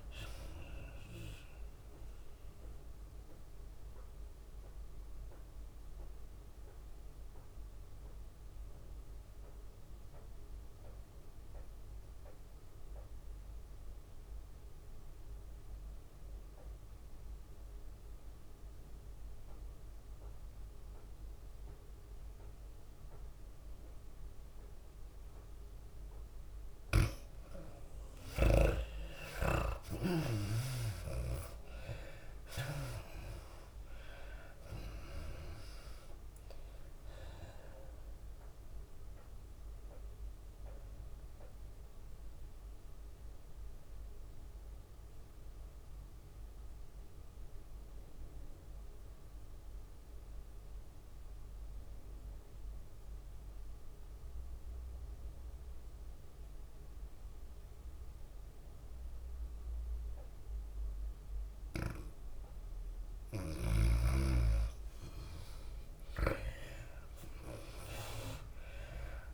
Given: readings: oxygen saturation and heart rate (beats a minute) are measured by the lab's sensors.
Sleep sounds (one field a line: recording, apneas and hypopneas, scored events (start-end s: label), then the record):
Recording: breathing in sleep by a room microphone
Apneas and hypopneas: 2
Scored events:
0.00-6.50 s: drop in pulse transit time (device-marked, heart rate 101 extreme)
0.00-7.50 s: tachycardia (device-marked, heart rate 107 extreme)
0.00-12.50 s: oxygen desaturation (device-marked, oxygen 84% lowest, heart rate 96 extreme)
3.00-26.00 s: obstructive apnea (oxygen 97% before, 83% lowest, heart rate 101 before, 96 extreme, up 6 after)
26.50-54.50 s: oxygen desaturation (device-marked, oxygen 98% before, 83% lowest, heart rate 98 before, 96 extreme)
29.50-49.50 s: tachycardia (device-marked, heart rate 104 before, 107 extreme)
31.00-35.00 s: arousal
31.50-47.50 s: drop in pulse transit time (device-marked, heart rate 97 before, 100 extreme)
43.50-62.00 s: mixed apnea (oxygen 98% before, 83% lowest, heart rate 101 before, 96 extreme, up 6 after)
62.50-69.34 s: oxygen desaturation (device-marked, oxygen 99% before, 83% lowest, heart rate 100 before, 98 extreme)
65.50-69.00 s: arousal
66.50-69.34 s: tachycardia (device-marked, heart rate 103 before, 107 extreme)
From the record:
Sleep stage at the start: N2 (light sleep)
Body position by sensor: on the left side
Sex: female